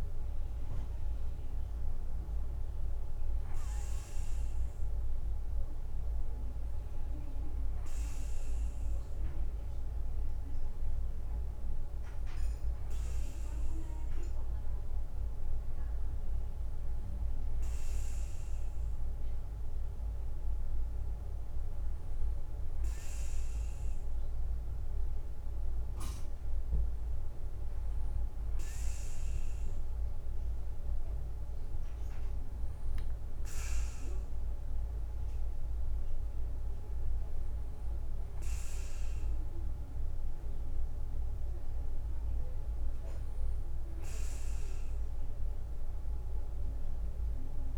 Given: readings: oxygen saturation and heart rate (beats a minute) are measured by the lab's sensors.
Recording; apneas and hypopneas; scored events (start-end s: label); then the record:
breathing in sleep, hard to hear, by a room microphone; none
none scored
From the record:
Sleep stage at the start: N2 (light sleep); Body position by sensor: on the back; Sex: male